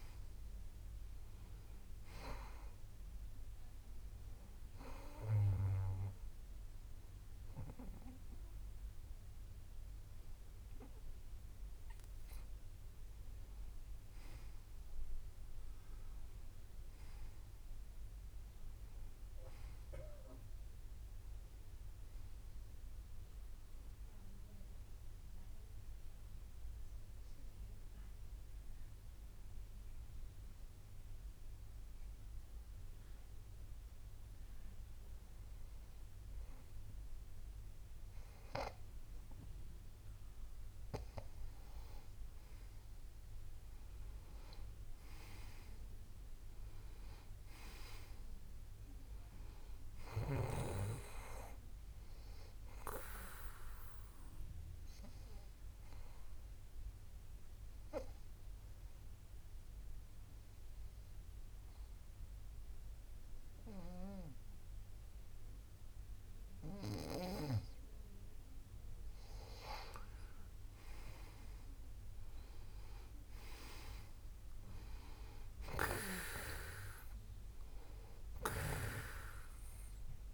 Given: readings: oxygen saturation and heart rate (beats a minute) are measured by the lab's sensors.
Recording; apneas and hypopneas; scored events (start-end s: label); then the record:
breathing in sleep by a room microphone; 2
15.00-20.00 s: arousal
27.00-41.50 s: hypopnea (oxygen 95% before, 91% lowest)
44.50-48.00 s: arousal
44.50-66.50 s: oxygen desaturation (device-marked, oxygen 94% before, 91% lowest)
54.50-68.00 s: obstructive apnea (oxygen 94% before, 91% lowest)
70.00-74.00 s: arousal
From the record:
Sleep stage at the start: N2 (light sleep); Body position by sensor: on the back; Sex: male